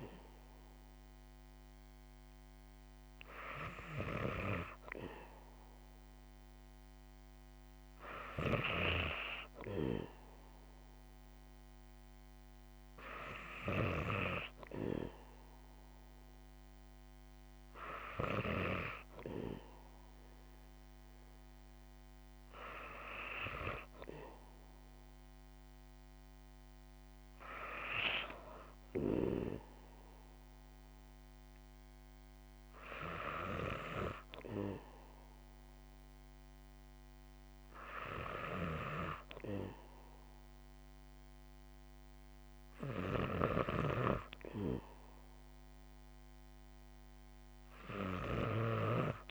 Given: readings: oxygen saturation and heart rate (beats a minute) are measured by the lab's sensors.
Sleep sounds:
breathing in sleep by a microphone on the trachea; none
none scored
From the record:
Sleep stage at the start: N2 (light sleep); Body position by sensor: on the back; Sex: female

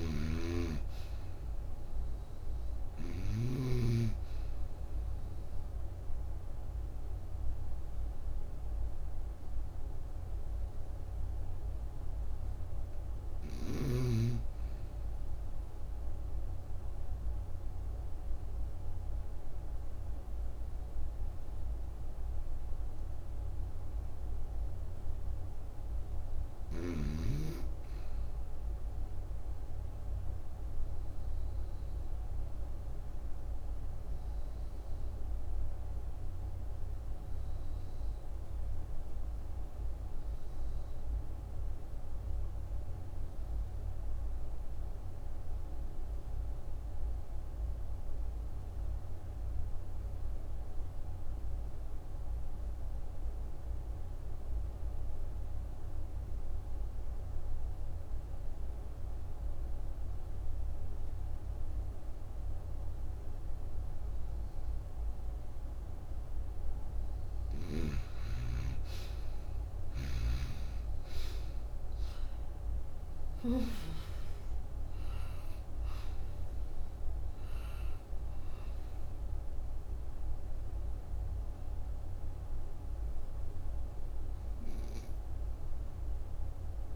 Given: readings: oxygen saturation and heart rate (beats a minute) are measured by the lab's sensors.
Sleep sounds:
breathing in sleep by a room microphone; 2
0.00-3.00 s: snoring (device-marked)
0.00-31.00 s: oxygen desaturation (device-marked, oxygen 84% lowest, heart rate 56 extreme)
4.50-14.50 s: obstructive apnea (oxygen 98% before, 84% lowest, heart rate 62 before, 56 extreme, up 0 after)
18.00-21.50 s: arousal
30.50-65.50 s: obstructive apnea (oxygen 92% before, 74% lowest, heart rate 59 before, 59 extreme, up 10 after)
47.00-86.95 s: oxygen desaturation (device-marked, oxygen 95% before, 74% lowest, heart rate 61 before, 56 extreme)
68.50-73.00 s: arousal
From the record:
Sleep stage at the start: N2 (light sleep); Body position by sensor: on the right side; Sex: female

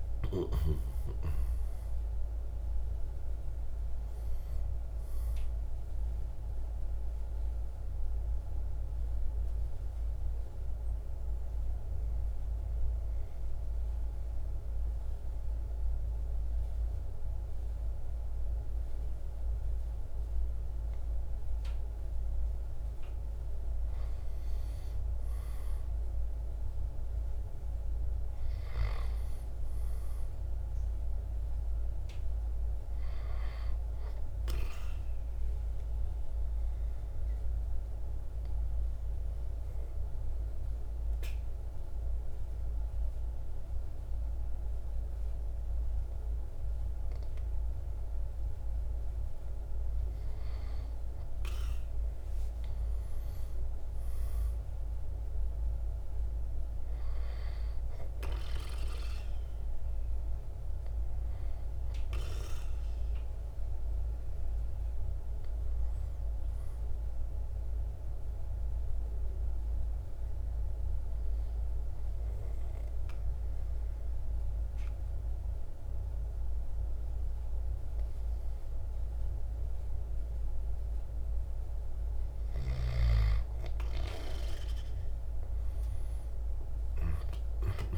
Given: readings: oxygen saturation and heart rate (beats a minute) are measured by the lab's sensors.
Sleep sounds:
breathing in sleep by a room microphone; 3
1.00-14.00 s: drop in pulse transit time (device-marked, heart rate 59 before, 55 extreme)
3.00-26.00 s: oxygen desaturation (device-marked, oxygen 97% before, 91% lowest, heart rate 60 before, 55 extreme)
6.50-22.00 s: obstructive apnea (oxygen 97% before, 91% lowest, heart rate 61 before, 55 extreme, up 5 after)
26.00-30.50 s: arousal
34.00-52.00 s: oxygen desaturation (device-marked, oxygen 97% before, 91% lowest, heart rate 58 before, 55 extreme)
34.50-49.00 s: obstructive apnea (oxygen 97% before, 90% lowest, heart rate 58 before, 55 extreme, up 6 after)
52.50-56.50 s: arousal
61.00-76.00 s: oxygen desaturation (device-marked, oxygen 97% before, 91% lowest, heart rate 58 before, 57 extreme)
67.50-81.50 s: obstructive apnea (oxygen 97% before, 90% lowest, heart rate 59 before, 57 extreme, up 4 after)
86.50-87.98 s: arousal
From the record:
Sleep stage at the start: N2 (light sleep); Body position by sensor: on the right side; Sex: male

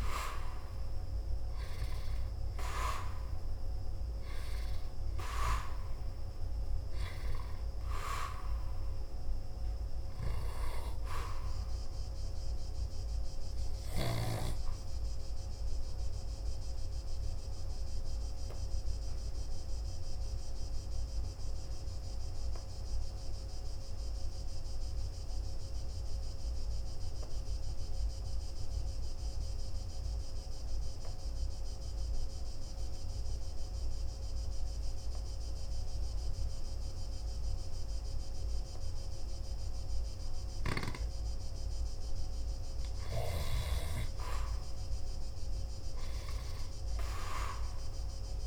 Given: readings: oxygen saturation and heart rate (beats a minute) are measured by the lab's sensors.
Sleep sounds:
breathing in sleep by a room microphone; 1
0.00-3.50 s: arousal
1.00-8.00 s: oxygen desaturation (device-marked, oxygen 97% before, 93% lowest, heart rate 52 before, 54 extreme)
14.50-42.00 s: obstructive apnea (oxygen 97% before, 89% lowest, heart rate 52 before, 51 extreme, up 1 after)
26.00-41.00 s: oxygen desaturation (device-marked, oxygen 93% before, 89% lowest, heart rate 55 before, 51 extreme)
43.50-47.50 s: arousal
From the record:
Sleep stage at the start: N2 (light sleep); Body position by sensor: on the back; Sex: male

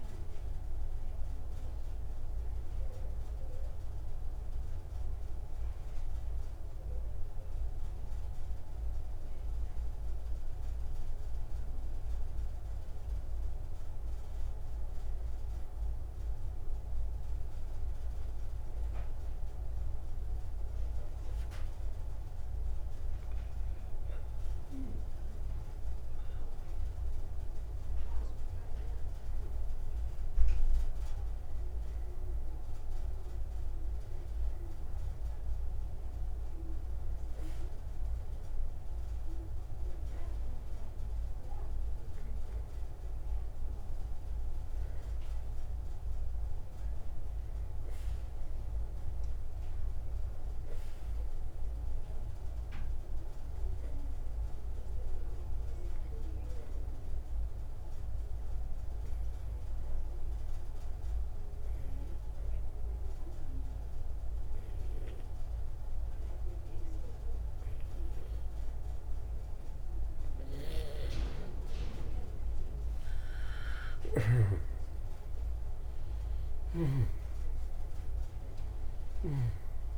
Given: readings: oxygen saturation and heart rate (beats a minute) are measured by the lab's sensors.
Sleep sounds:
breathing in sleep, hard to hear, by a room microphone; 2
0.00-25.50 s: oxygen desaturation (device-marked, oxygen 88% lowest, heart rate 154 extreme)
18.00-29.50 s: hypopnea (oxygen 96% before, 88% lowest, heart rate 179 before, 163 extreme, up 1 after)
32.50-36.00 s: arousal
54.50-71.50 s: obstructive apnea (oxygen 98% before, 85% lowest, heart rate 185 before, 119 extreme, up 21 after)
74.00-79.00 s: arousal
76.50-79.98 s: snoring (device-marked)
From the record:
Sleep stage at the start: N2 (light sleep); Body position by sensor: on the right side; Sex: male

